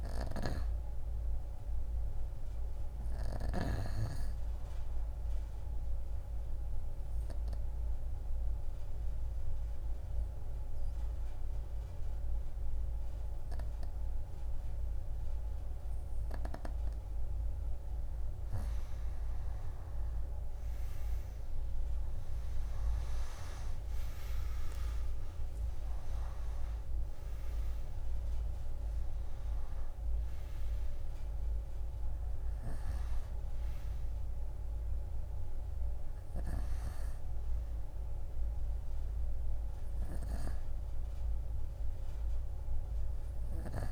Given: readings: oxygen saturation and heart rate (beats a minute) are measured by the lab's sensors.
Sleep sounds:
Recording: breathing in sleep by a room microphone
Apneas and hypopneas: 1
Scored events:
4.50-18.00 s: obstructive apnea (oxygen 98% before, 88% lowest)
13.50-43.92 s: oxygen desaturation (device-marked, oxygen 96% before, 88% lowest, heart rate 41 before, 28 extreme)
22.50-26.00 s: arousal
From the record:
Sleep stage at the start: N2 (light sleep)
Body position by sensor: on the right side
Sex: female

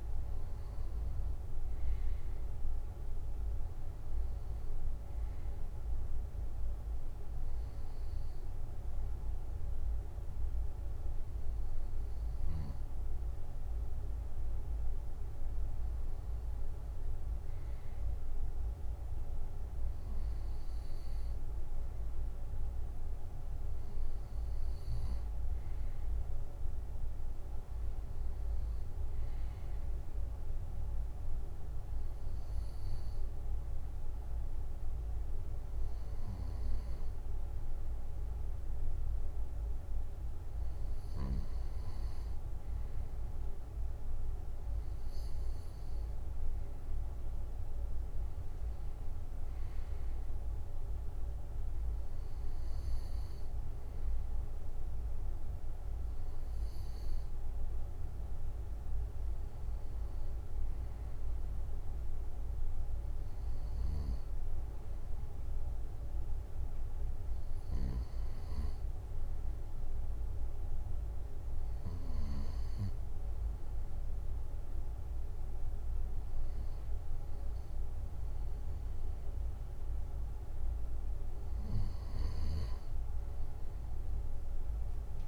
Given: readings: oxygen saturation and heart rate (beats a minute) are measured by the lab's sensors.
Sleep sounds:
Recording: breathing in sleep, hard to hear, by a room microphone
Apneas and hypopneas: 1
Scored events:
7.50-17.50 s: hypopnea (oxygen 96% before, 95% lowest, heart rate 61 before, 56 extreme, up 4 after)
19.50-22.50 s: arousal
From the record:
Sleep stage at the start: N2 (light sleep)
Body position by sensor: on the right side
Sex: male

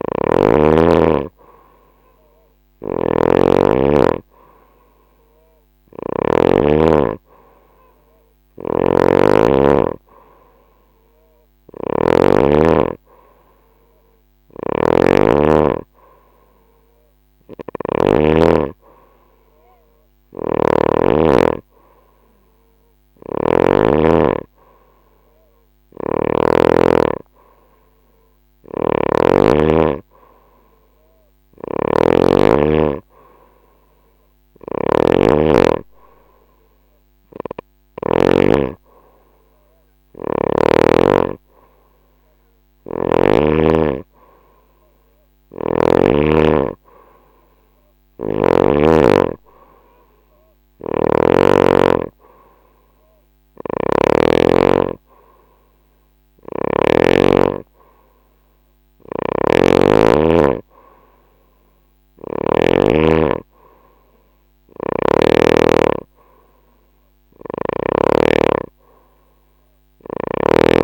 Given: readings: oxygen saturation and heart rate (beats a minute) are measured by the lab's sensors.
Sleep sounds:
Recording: breathing in sleep by a microphone on the trachea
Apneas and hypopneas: none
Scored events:
0.00-6.00 s: snoring (device-marked)
8.00-17.50 s: snoring (device-marked)
19.50-23.00 s: snoring (device-marked)
25.00-37.50 s: snoring (device-marked)
44.50-48.00 s: snoring (device-marked)
50.00-53.50 s: snoring (device-marked)
55.50-62.00 s: snoring (device-marked)
66.50-70.00 s: snoring (device-marked)
From the record:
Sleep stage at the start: N2 (light sleep)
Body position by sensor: on the right side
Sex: female

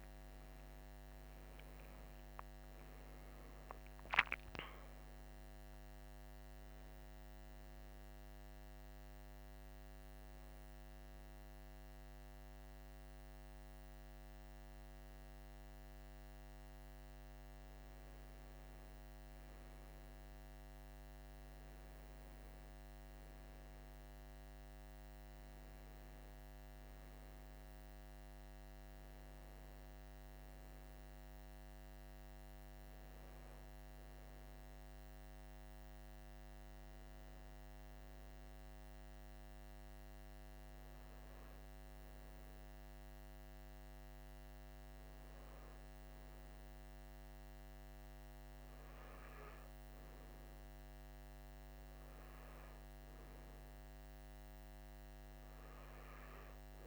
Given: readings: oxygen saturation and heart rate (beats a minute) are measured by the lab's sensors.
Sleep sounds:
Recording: breathing in sleep, hard to hear, by a microphone on the trachea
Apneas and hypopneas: none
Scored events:
none scored
From the record:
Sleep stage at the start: N2 (light sleep)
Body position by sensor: on the right side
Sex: male

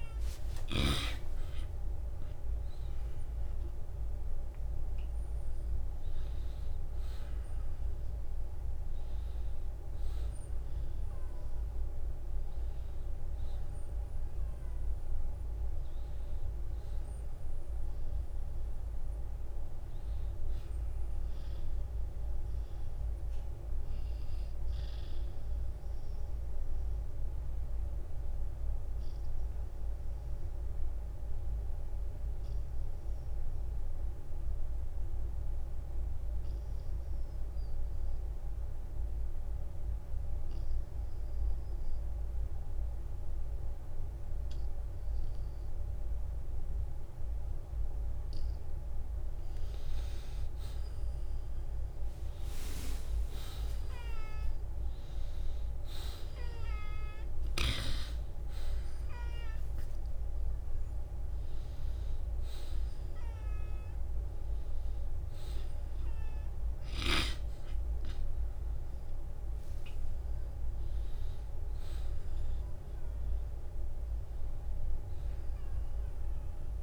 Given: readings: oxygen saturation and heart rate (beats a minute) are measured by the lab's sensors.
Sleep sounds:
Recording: breathing in sleep, hard to hear, by a room microphone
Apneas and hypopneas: 1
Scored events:
0.00-3.00 s: arousal
0.50-2.50 s: long interval between heartbeats (device-marked, heart rate 56 before, 49 extreme)
15.50-17.50 s: long interval between heartbeats (device-marked, heart rate 61 before, 59 extreme)
27.00-47.00 s: obstructive apnea (oxygen 93% before, 87% lowest, heart rate 63 before, 42 extreme, up 9 after)
52.00-57.00 s: arousal
58.50-66.50 s: oxygen desaturation (device-marked, oxygen 95% before, 90% lowest, heart rate 49 before, 55 extreme)
From the record:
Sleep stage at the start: N2 (light sleep)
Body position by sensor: on the back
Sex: male

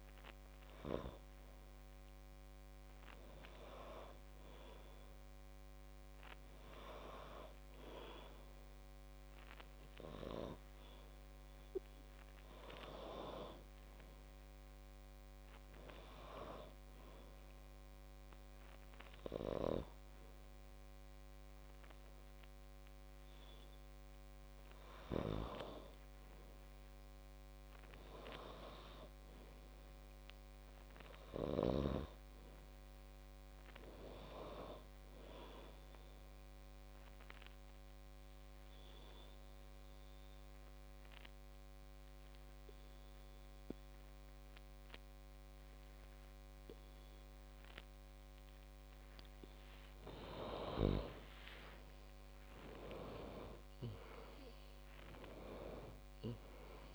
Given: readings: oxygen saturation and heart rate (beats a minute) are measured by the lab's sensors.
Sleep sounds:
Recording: breathing in sleep by a microphone on the trachea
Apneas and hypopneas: 1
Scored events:
30.00-34.00 s: arousal
38.00-50.00 s: obstructive apnea (oxygen 96% before, 90% lowest, heart rate 66 before, 58 extreme, up 17 after)
52.00-56.00 s: arousal
55.50-56.95 s: oxygen desaturation (device-marked, oxygen 95% before, 90% lowest, heart rate 70 before, 55 extreme)
From the record:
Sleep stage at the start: N2 (light sleep)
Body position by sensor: on the back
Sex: female

